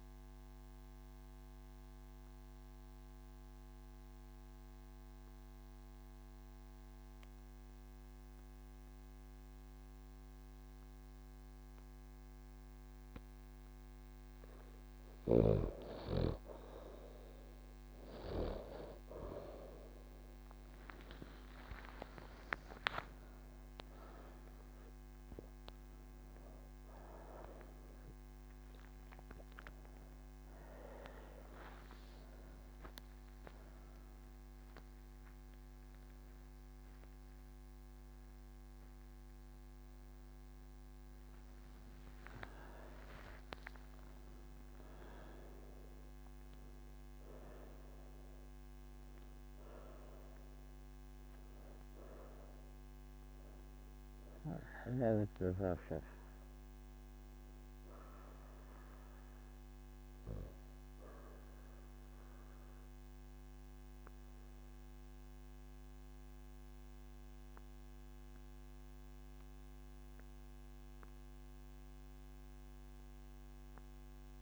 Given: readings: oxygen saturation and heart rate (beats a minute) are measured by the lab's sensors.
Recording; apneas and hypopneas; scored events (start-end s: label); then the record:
breathing in sleep by a microphone on the trachea; none
17.00-37.00 s: oxygen desaturation (device-marked, oxygen 99% before, 93% lowest)
54.00-70.00 s: oxygen desaturation (device-marked, oxygen 94% before, 90% lowest)
From the record:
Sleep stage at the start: N1 (lightest sleep); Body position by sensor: on the right side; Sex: female